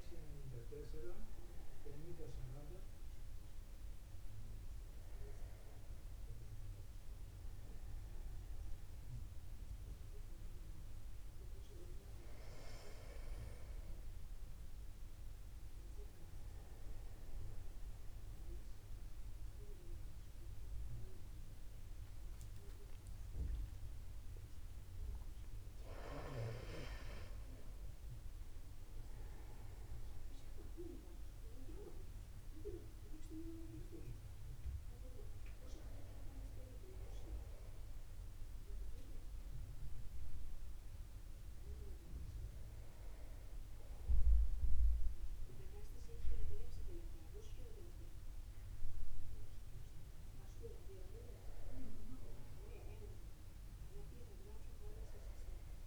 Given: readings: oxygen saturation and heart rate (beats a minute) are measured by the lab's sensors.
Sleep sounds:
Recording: breathing in sleep by a room microphone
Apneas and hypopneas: 1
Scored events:
15.00-25.00 s: central apnea (oxygen 97% before, 95% lowest, heart rate 54 before, 50 extreme, up 2 after)
25.00-29.00 s: arousal
49.50-55.87 s: new sleep stage, N2 (light sleep)
From the record:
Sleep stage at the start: N1 (lightest sleep)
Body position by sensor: upright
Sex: male

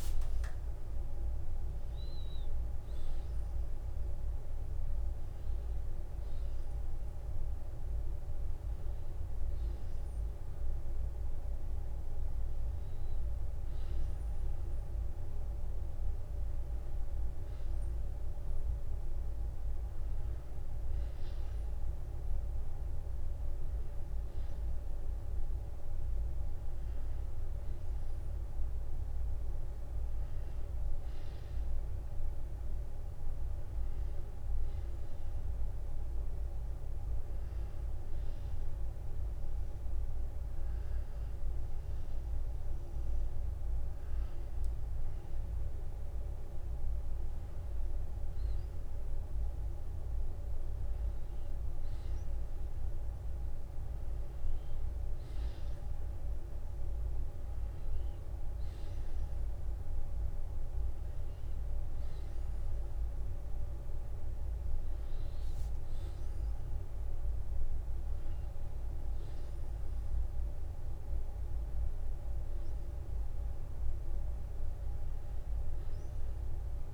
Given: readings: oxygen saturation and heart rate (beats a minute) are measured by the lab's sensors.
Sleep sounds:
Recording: breathing in sleep, hard to hear, by a room microphone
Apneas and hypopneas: 1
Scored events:
8.50-76.94 s: new sleep stage, N2 (light sleep)
35.00-46.50 s: hypopnea (oxygen 94% before, 91% lowest, heart rate 54 before, 42 extreme, up 9 after)
48.50-50.50 s: long interval between heartbeats (device-marked, heart rate 56 before, 57 extreme)
49.50-53.50 s: arousal
65.00-67.00 s: long interval between heartbeats (device-marked, heart rate 55 before, 53 extreme)
From the record:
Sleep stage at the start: N1 (lightest sleep)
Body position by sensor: on the back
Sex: male

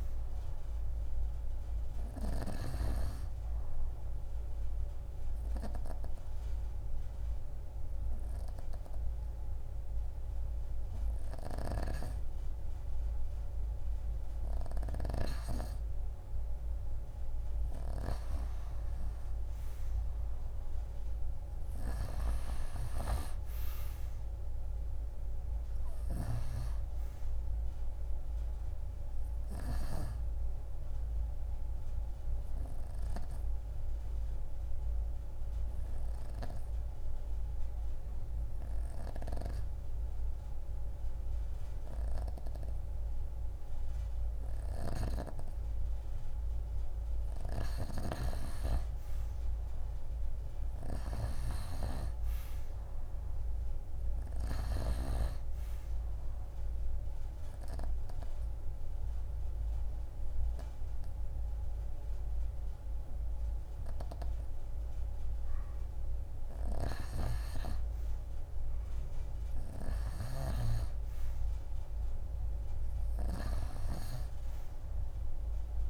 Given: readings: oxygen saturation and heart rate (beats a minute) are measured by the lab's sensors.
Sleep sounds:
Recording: breathing in sleep by a room microphone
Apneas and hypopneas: 3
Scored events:
0.00-3.00 s: oxygen desaturation (device-marked, oxygen 90% lowest)
4.00-15.00 s: hypopnea (oxygen 93% before, 88% lowest)
18.50-22.00 s: arousal
22.00-49.00 s: oxygen desaturation (device-marked, oxygen 93% before, 88% lowest)
32.00-45.50 s: obstructive apnea (oxygen 93% before, 88% lowest)
48.50-52.00 s: arousal
54.00-70.00 s: oxygen desaturation (device-marked, oxygen 95% before, 88% lowest)
56.50-66.50 s: obstructive apnea (oxygen 95% before, 87% lowest)
68.50-72.00 s: arousal
From the record:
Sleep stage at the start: N2 (light sleep)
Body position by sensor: on the right side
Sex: female

